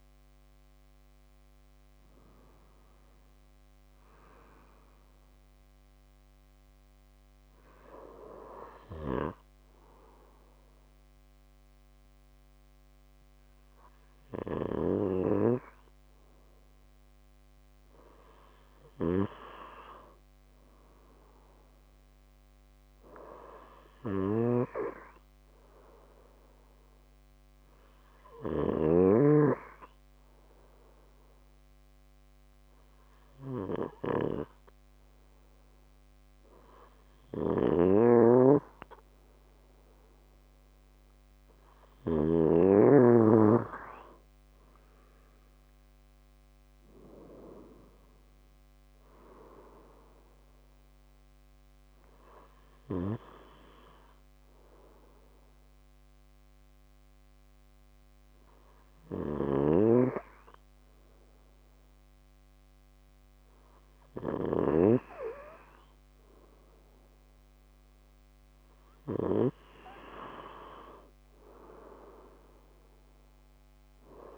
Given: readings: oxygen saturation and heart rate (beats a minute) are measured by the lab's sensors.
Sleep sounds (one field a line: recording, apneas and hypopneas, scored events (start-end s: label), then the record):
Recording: a person partly awake in a sleep study, by a microphone on the trachea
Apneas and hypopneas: 2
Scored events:
22.00-74.38 s: new sleep stage, N2 (light sleep)
23.50-28.00 s: snoring (device-marked)
27.00-39.00 s: hypopnea (oxygen 96% before, 93% lowest)
36.50-41.50 s: snoring (device-marked)
44.00-48.50 s: arousal
52.00-64.00 s: obstructive apnea (oxygen 95% before, 93% lowest)
58.50-64.00 s: snoring (device-marked)
67.00-71.50 s: arousal
From the record:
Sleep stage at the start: awake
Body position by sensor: on the left side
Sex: male